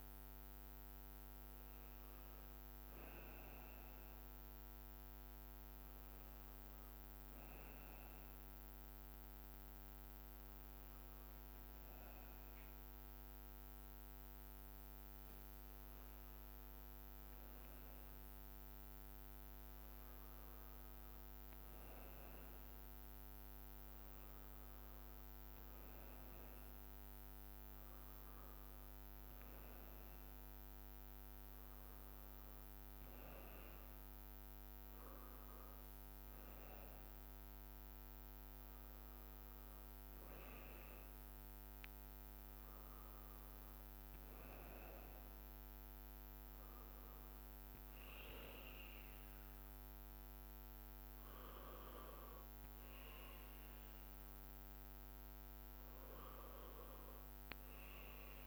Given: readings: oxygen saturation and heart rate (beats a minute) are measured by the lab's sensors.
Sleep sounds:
breathing in sleep, hard to hear, by a microphone on the trachea; 1
0.00-5.50 s: oxygen desaturation (device-marked, oxygen 91% lowest)
7.00-20.50 s: hypopnea (oxygen 95% before, 89% lowest)
20.50-39.50 s: oxygen desaturation (device-marked, oxygen 94% before, 90% lowest)
39.00-44.00 s: arousal
39.50-47.50 s: drop in pulse transit time (device-marked)
39.50-58.46 s: bradycardia (device-marked)
40.50-42.50 s: long interval between heartbeats (device-marked)
43.50-45.50 s: long interval between heartbeats (device-marked)
47.50-49.50 s: long interval between heartbeats (device-marked)
56.00-58.00 s: long interval between heartbeats (device-marked)
From the record:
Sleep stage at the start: N1 (lightest sleep); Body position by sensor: on the back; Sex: male

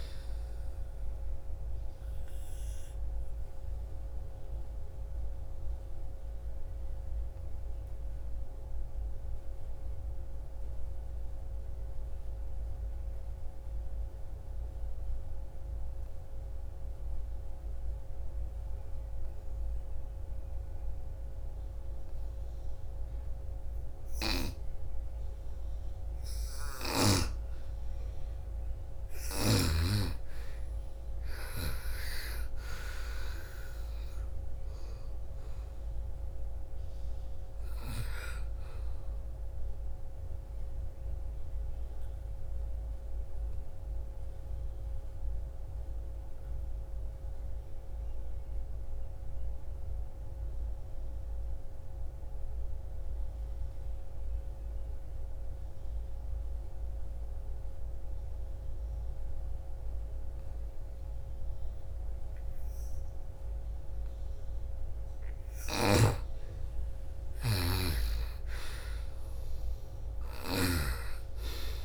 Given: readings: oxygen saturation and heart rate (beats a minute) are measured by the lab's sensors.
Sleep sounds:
breathing in sleep by a room microphone; 2
0.00-12.50 s: oxygen desaturation (device-marked, oxygen 83% lowest, heart rate 47 extreme)
0.50-24.00 s: obstructive apnea (oxygen 99% before, 83% lowest, heart rate 59 before, 47 extreme, up 19 after)
22.50-53.50 s: oxygen desaturation (device-marked, oxygen 98% before, 83% lowest, heart rate 62 before, 55 extreme)
28.00-32.50 s: arousal
39.50-63.50 s: obstructive apnea (oxygen 98% before, 83% lowest, heart rate 61 before, 55 extreme, up 9 after)
65.00-70.00 s: snoring (device-marked)
65.50-71.84 s: oxygen desaturation (device-marked, oxygen 99% before, 84% lowest, heart rate 57 before, 55 extreme)
67.00-69.50 s: arousal
From the record:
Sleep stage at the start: N2 (light sleep); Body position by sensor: on the right side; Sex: female

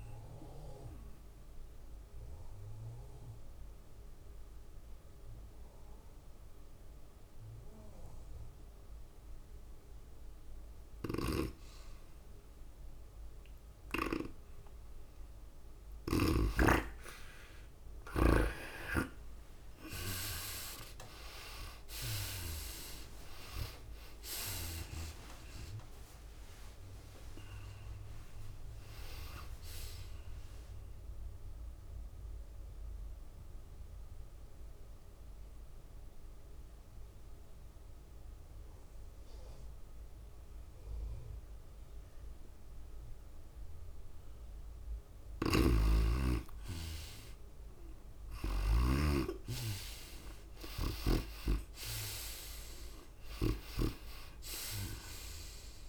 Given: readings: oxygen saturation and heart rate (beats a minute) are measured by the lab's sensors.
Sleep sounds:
breathing in sleep by a room microphone; 2
0.00-4.00 s: tachycardia (device-marked, heart rate 105 extreme)
2.00-13.00 s: obstructive apnea (oxygen 98% before, 82% lowest, heart rate 104 before, 96 extreme, up 2 after)
10.00-40.00 s: oxygen desaturation (device-marked, oxygen 98% before, 82% lowest, heart rate 103 before, 97 extreme)
12.00-17.50 s: snoring (device-marked)
20.00-36.00 s: tachycardia (device-marked, heart rate 99 before, 105 extreme)
22.00-26.50 s: arousal
22.00-35.00 s: drop in pulse transit time (device-marked, heart rate 99 before, 100 extreme)
33.00-45.50 s: obstructive apnea (oxygen 97% before, 82% lowest, heart rate 101 before, 97 extreme, up 2 after)
46.00-55.00 s: snoring (device-marked)
48.00-51.00 s: arousal
50.00-55.89 s: oxygen desaturation (device-marked, oxygen 99% before, 87% lowest, heart rate 101 before, 86 extreme)
52.00-55.89 s: tachycardia (device-marked, heart rate 99 before, 105 extreme)
From the record:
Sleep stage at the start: N2 (light sleep); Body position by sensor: on the right side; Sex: female

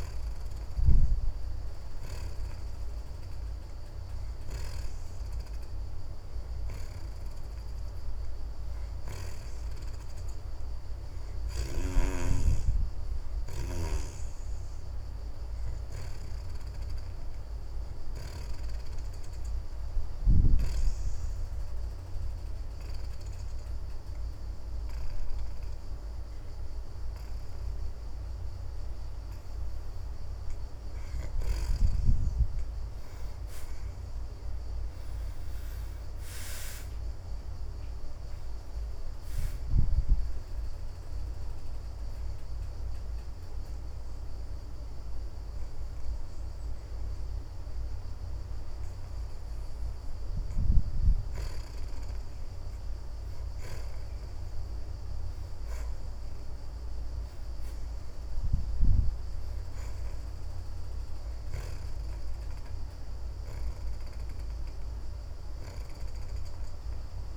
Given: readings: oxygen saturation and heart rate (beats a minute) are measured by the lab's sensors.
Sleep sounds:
breathing in sleep by a room microphone; 2
0.00-4.50 s: oxygen desaturation (device-marked, oxygen 64% lowest)
12.50-19.50 s: oxygen desaturation (device-marked, oxygen 74% before, 66% lowest)
21.50-32.00 s: obstructive apnea (oxygen 74% before, 62% lowest)
25.50-39.50 s: oxygen desaturation (device-marked, oxygen 70% before, 64% lowest)
34.00-37.00 s: arousal
40.50-50.50 s: hypopnea (oxygen 74% before, 62% lowest)
50.50-64.50 s: oxygen desaturation (device-marked, oxygen 68% before, 62% lowest)
53.00-57.50 s: arousal
From the record:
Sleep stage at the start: N2 (light sleep); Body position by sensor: on the back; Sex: female

